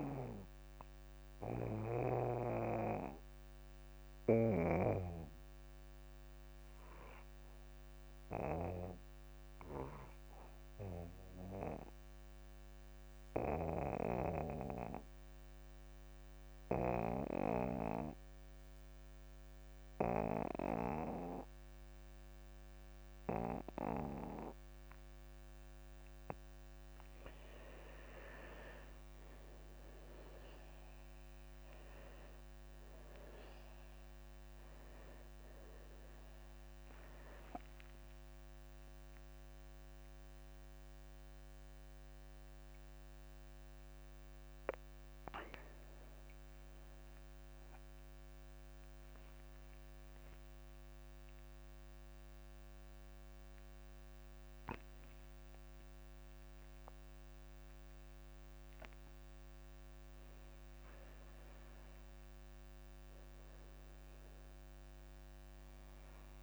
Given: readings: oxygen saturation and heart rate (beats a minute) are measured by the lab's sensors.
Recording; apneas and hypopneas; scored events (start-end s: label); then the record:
breathing in sleep by a microphone on the trachea; 2
0.00-19.50 s: oxygen desaturation (device-marked, oxygen 89% lowest, heart rate 52 extreme)
0.50-27.50 s: mixed apnea (oxygen 97% before, 82% lowest, heart rate 58 before, 52 extreme, up 5 after)
25.50-66.42 s: oxygen desaturation (device-marked, oxygen 96% before, 82% lowest)
28.50-30.50 s: long interval between heartbeats (device-marked, heart rate 55 before, 60 extreme)
29.50-33.50 s: arousal
38.00-40.00 s: long interval between heartbeats (device-marked, heart rate 56 before, 77 extreme)
49.50-51.50 s: long interval between heartbeats (device-marked, heart rate 64 before, 67 extreme)
49.50-60.50 s: obstructive apnea (oxygen 96% before, 82% lowest)
57.50-66.42 s: new sleep stage, awake
From the record:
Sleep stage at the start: N2 (light sleep); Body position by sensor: on the back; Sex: male